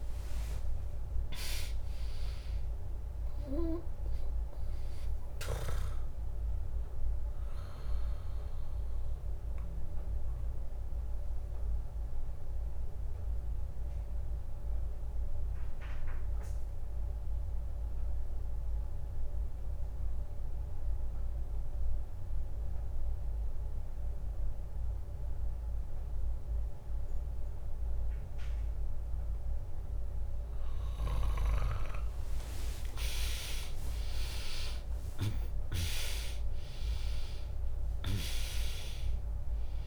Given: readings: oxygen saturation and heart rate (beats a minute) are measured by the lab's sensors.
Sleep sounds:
breathing in sleep by a room microphone; 1
0.00-10.00 s: drop in pulse transit time (device-marked, heart rate 62 extreme)
1.00-23.00 s: oxygen desaturation (device-marked, oxygen 100% before, 95% lowest, heart rate 69 before, 60 extreme)
8.50-29.50 s: obstructive apnea (oxygen 100% before, 95% lowest, heart rate 68 before, 60 extreme, up 1 after)
32.00-37.00 s: arousal
34.00-39.87 s: drop in pulse transit time (device-marked, heart rate 64 before, 61 extreme)
38.00-39.87 s: oxygen desaturation (device-marked, oxygen 99% before, 95% lowest, heart rate 63 before, 58 extreme)
From the record:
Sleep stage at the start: N2 (light sleep); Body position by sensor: on the back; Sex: female

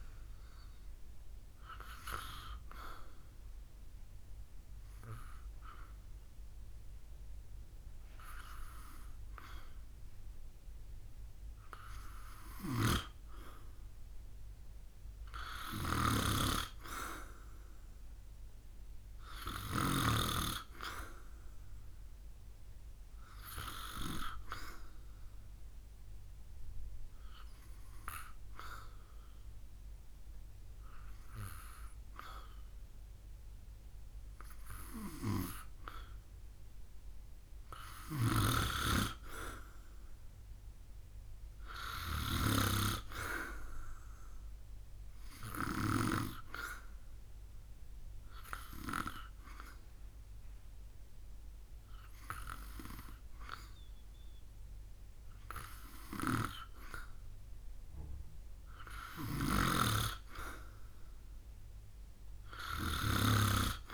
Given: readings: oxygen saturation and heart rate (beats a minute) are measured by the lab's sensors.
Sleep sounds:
breathing in sleep by a room microphone; 3
2.00-12.50 s: obstructive apnea (oxygen 94% before, 90% lowest, heart rate 71 before, 71 extreme, up 3 after)
12.00-19.50 s: snoring (device-marked)
15.00-18.00 s: arousal
24.50-37.00 s: obstructive apnea (oxygen 95% before, 90% lowest, heart rate 73 before, 70 extreme, up 1 after)
37.50-42.00 s: snoring (device-marked)
39.50-42.00 s: arousal
46.50-57.50 s: hypopnea (oxygen 95% before, 90% lowest, heart rate 73 before, 69 extreme, up 0 after)
56.50-63.94 s: oxygen desaturation (device-marked, oxygen 94% before, 90% lowest, heart rate 72 before, 69 extreme)
59.00-63.94 s: snoring (device-marked)
60.50-63.94 s: arousal
From the record:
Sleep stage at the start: N2 (light sleep); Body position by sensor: on the back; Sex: male

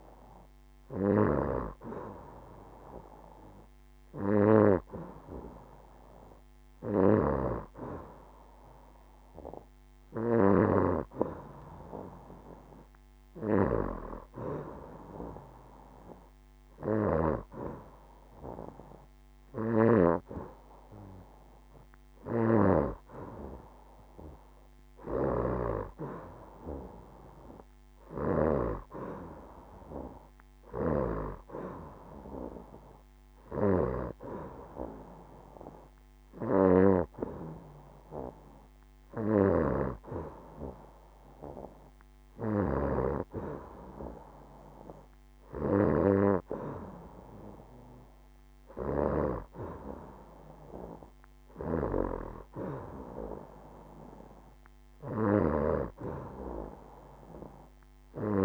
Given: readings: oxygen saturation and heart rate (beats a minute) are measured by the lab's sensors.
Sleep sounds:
breathing in sleep by a microphone on the trachea; none
0.00-6.00 s: oxygen desaturation (device-marked, oxygen 91% lowest, heart rate 72 extreme)
From the record:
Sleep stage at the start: N2 (light sleep); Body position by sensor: on the back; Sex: female

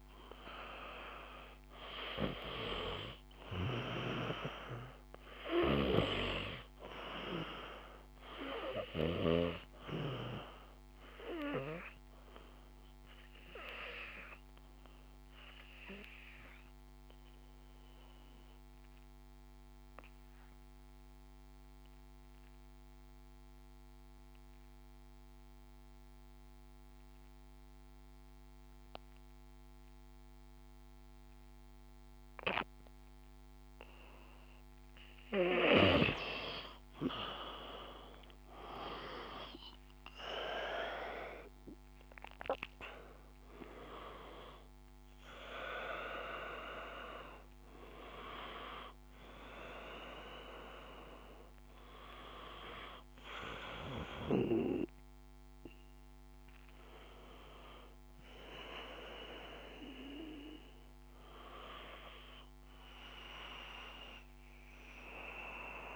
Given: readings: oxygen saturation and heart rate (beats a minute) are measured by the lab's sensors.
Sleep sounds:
breathing in sleep by a microphone on the trachea; 1
0.00-4.00 s: arousal
8.00-28.00 s: oxygen desaturation (device-marked, oxygen 97% before, 92% lowest, heart rate 55 before, 52 extreme)
10.00-33.00 s: obstructive apnea (oxygen 98% before, 91% lowest, heart rate 55 before, 52 extreme, up 3 after)
37.00-54.00 s: oxygen desaturation (device-marked, oxygen 97% before, 92% lowest, heart rate 52 before, 53 extreme)
38.00-41.50 s: arousal
From the record:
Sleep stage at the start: N2 (light sleep); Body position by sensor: on the back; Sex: male

